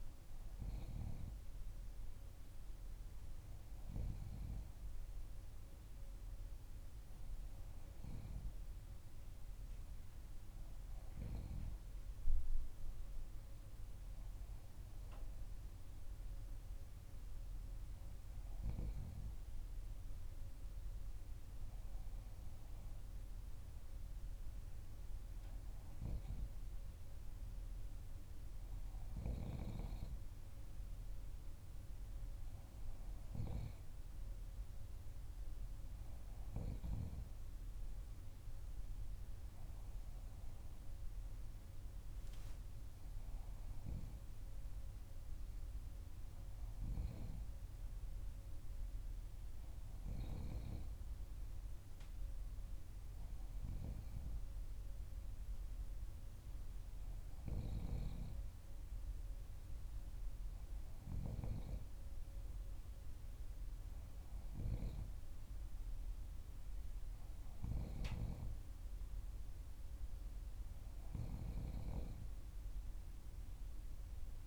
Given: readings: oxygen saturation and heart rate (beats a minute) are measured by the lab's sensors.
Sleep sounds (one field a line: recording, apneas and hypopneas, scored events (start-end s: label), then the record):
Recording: breathing in sleep by a room microphone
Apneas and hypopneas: none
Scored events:
55.50-74.47 s: new sleep stage, N3 (deep sleep)
From the record:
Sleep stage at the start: N2 (light sleep)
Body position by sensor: on the back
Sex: female